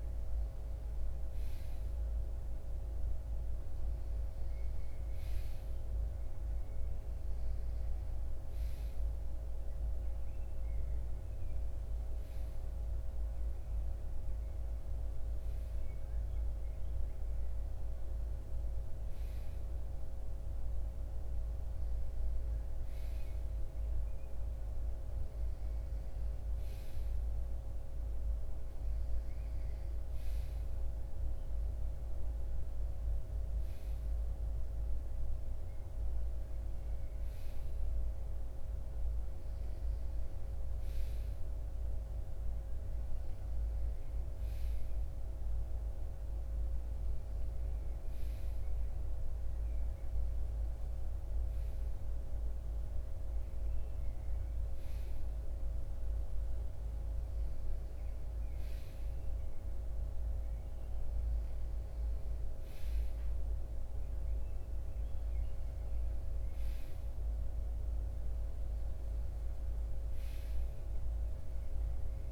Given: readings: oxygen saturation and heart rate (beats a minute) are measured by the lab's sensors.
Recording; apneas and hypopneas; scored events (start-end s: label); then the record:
breathing in sleep, hard to hear, by a room microphone; none
none scored
From the record:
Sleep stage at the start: REM sleep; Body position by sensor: on the right side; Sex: male